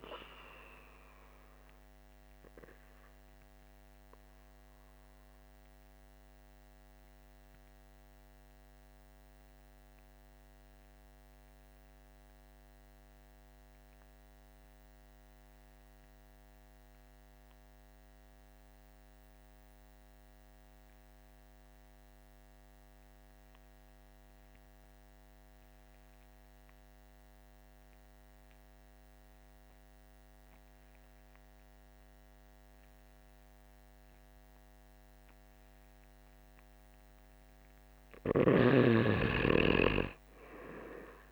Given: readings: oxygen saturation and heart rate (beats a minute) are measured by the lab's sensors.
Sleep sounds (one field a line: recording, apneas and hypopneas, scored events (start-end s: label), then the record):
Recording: breathing in sleep by a microphone on the trachea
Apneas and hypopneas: 1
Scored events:
0.00-14.50 s: oxygen desaturation (device-marked, oxygen 89% lowest, heart rate 47 extreme)
4.50-36.50 s: obstructive apnea (oxygen 98% before, 89% lowest, heart rate 59 before, 47 extreme, up 11 after)
29.50-41.32 s: oxygen desaturation (device-marked, oxygen 99% before, 93% lowest, heart rate 49 before, 47 extreme)
39.00-41.32 s: arousal
From the record:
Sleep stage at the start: N2 (light sleep)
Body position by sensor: on the back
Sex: male